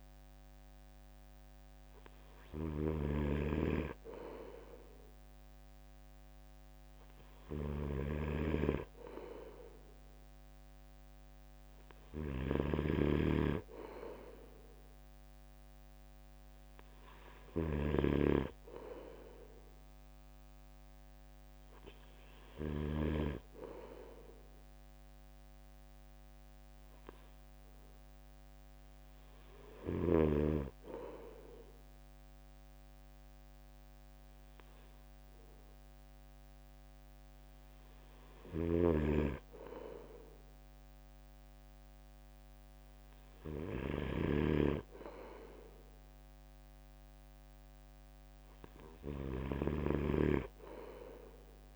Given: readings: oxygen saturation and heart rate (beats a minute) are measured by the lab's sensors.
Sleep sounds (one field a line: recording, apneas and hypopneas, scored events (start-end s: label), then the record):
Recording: breathing in sleep by a microphone on the trachea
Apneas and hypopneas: none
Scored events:
0.00-23.00 s: snoring (device-marked)
38.00-50.00 s: snoring (device-marked)
From the record:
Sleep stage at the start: N3 (deep sleep)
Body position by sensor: on the right side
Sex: male